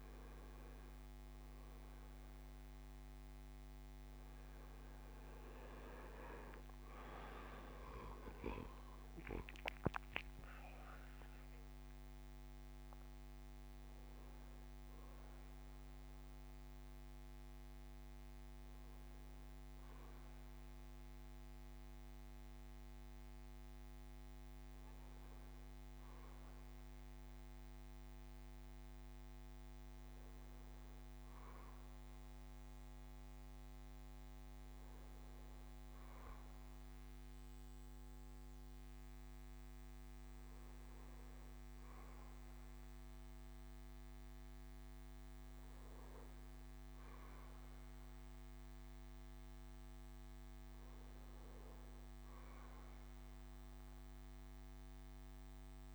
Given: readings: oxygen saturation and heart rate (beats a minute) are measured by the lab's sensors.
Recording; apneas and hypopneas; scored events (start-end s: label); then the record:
breathing in sleep by a microphone on the trachea; none
1.00-23.00 s: oxygen desaturation (device-marked, oxygen 94% before, 90% lowest, heart rate 74 before, 65 extreme)
9.50-13.50 s: arousal
49.00-55.95 s: oxygen desaturation (device-marked, oxygen 95% before, 91% lowest, heart rate 75 before, 76 extreme)
From the record:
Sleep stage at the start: N2 (light sleep); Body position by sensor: on the back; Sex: male